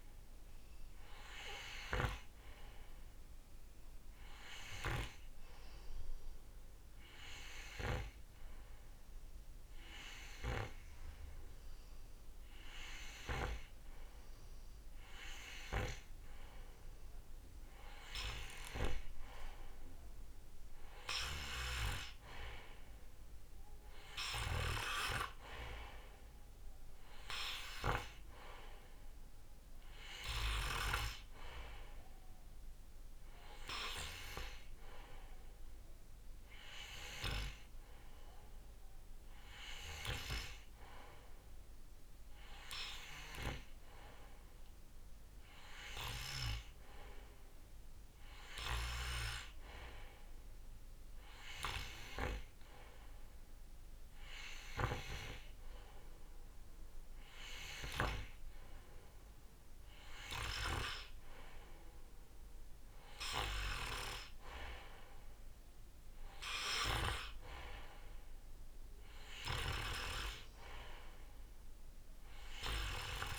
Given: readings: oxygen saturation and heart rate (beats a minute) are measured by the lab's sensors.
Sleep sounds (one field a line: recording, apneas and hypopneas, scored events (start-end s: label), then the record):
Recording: breathing in sleep by a room microphone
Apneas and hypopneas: none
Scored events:
none scored
From the record:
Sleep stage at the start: N2 (light sleep)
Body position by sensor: on the right side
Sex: male